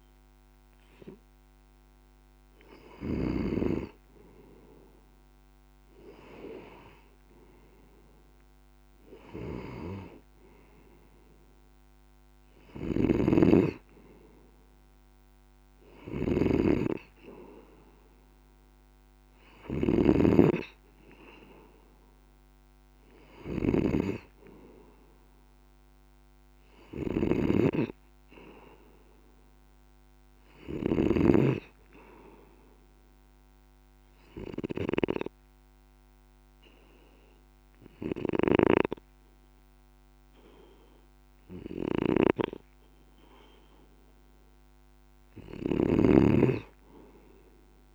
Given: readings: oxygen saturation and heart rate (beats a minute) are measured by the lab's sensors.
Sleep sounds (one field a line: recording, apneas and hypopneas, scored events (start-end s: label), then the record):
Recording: breathing in sleep by a microphone on the trachea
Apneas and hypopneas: 1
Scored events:
0.00-3.50 s: snoring (device-marked)
12.50-31.00 s: snoring (device-marked)
23.00-26.50 s: arousal
32.00-43.00 s: hypopnea (oxygen 96% before, 95% lowest, heart rate 49 before, 44 extreme, up 1 after)
38.00-47.95 s: snoring (device-marked)
45.00-47.95 s: arousal
From the record:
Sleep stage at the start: N2 (light sleep)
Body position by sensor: on the left side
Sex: male